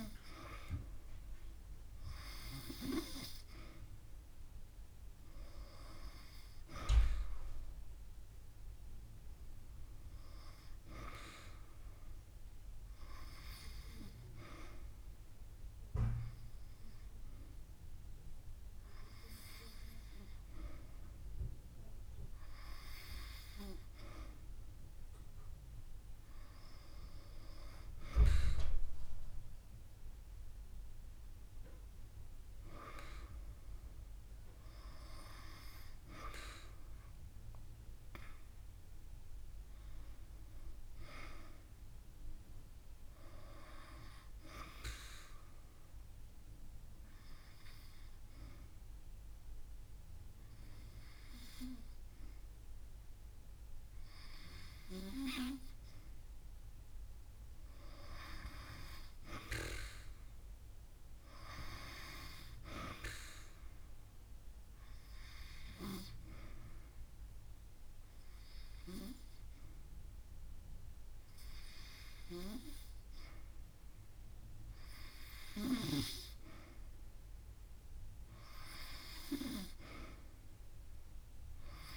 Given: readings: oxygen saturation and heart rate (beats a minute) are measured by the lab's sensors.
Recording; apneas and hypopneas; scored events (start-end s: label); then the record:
breathing in sleep by a room microphone; 2
7.00-9.00 s: long interval between heartbeats (device-marked)
9.00-11.00 s: long interval between heartbeats (device-marked)
28.00-34.00 s: drop in pulse transit time (device-marked)
28.50-30.50 s: long interval between heartbeats (device-marked)
31.50-33.50 s: long interval between heartbeats (device-marked)
39.50-43.00 s: arousal
45.00-57.00 s: hypopnea (oxygen 95% before, 93% lowest)
59.00-62.50 s: arousal
64.50-77.00 s: hypopnea (oxygen 96% before, 92% lowest)
79.50-81.97 s: arousal
From the record:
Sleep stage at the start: N2 (light sleep); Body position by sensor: on the back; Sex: female